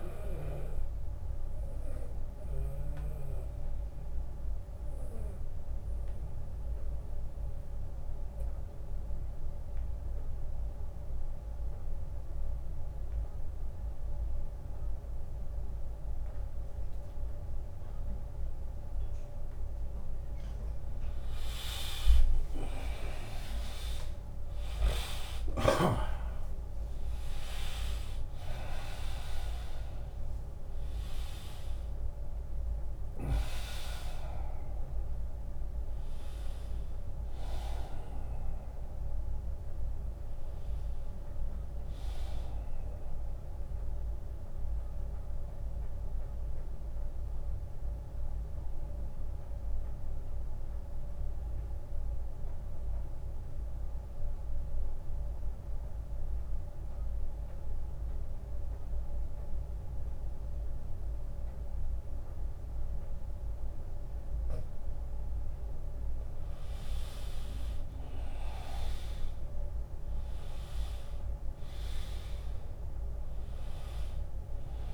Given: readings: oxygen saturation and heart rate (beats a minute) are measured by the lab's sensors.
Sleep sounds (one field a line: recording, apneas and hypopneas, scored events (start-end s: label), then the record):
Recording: breathing in sleep by a room microphone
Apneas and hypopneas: 2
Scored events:
0.00-2.50 s: snoring (device-marked)
1.50-18.50 s: obstructive apnea (oxygen 100% before, 88% lowest, heart rate 78 before, 73 extreme, up 9 after)
6.50-15.50 s: oxygen desaturation (device-marked, oxygen 98% before, 93% lowest, heart rate 79 before, 73 extreme)
21.50-26.00 s: arousal
24.50-52.50 s: oxygen desaturation (device-marked, oxygen 97% before, 88% lowest, heart rate 80 before, 76 extreme)
25.50-39.50 s: drop in pulse transit time (device-marked, heart rate 80 before, 79 extreme)
43.50-64.50 s: obstructive apnea (oxygen 97% before, 88% lowest, heart rate 82 before, 75 extreme, up 7 after)
66.50-71.00 s: arousal
69.50-74.94 s: drop in pulse transit time (device-marked, heart rate 80 before, 79 extreme)
70.50-74.94 s: oxygen desaturation (device-marked, oxygen 100% before, 89% lowest, heart rate 80 before, 73 extreme)
From the record:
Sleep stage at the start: N2 (light sleep)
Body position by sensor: on the back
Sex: male